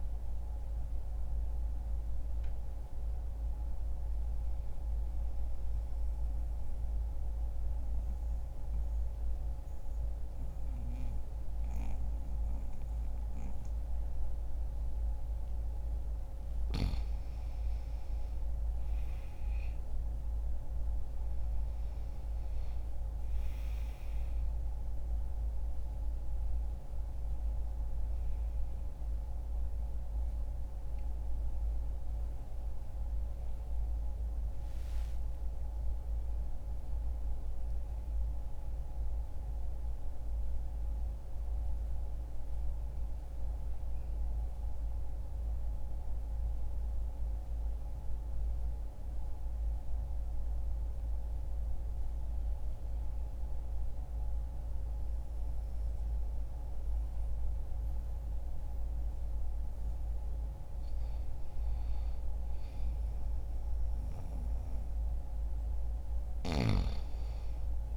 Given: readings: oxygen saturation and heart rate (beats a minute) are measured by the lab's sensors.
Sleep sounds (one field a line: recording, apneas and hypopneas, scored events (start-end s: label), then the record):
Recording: breathing in sleep, hard to hear, by a room microphone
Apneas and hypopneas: 2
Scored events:
2.50-15.00 s: mixed apnea (oxygen 98% before, 92% lowest, heart rate 68 before, 62 extreme, up 4 after)
17.00-22.00 s: arousal
21.50-46.50 s: oxygen desaturation (device-marked, oxygen 95% before, 92% lowest, heart rate 67 before, 64 extreme)
46.00-60.50 s: hypopnea (oxygen 95% before, 91% lowest, heart rate 68 before, 64 extreme, up 1 after)
62.50-67.97 s: arousal
From the record:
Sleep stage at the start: N1 (lightest sleep)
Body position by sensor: on the back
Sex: male